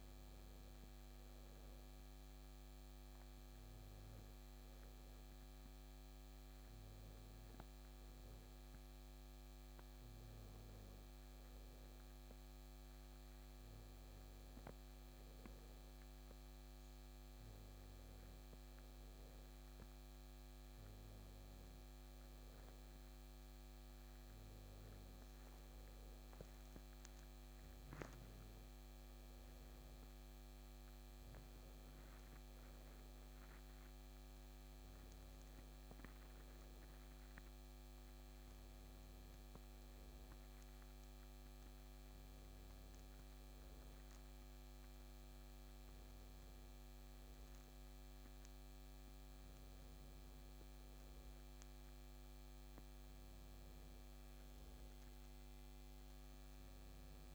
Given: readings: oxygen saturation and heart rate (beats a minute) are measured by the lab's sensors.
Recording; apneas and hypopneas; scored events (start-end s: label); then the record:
breathing in sleep, hard to hear, by a microphone on the trachea; none
none scored
From the record:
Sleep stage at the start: N2 (light sleep); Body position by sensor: on the back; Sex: male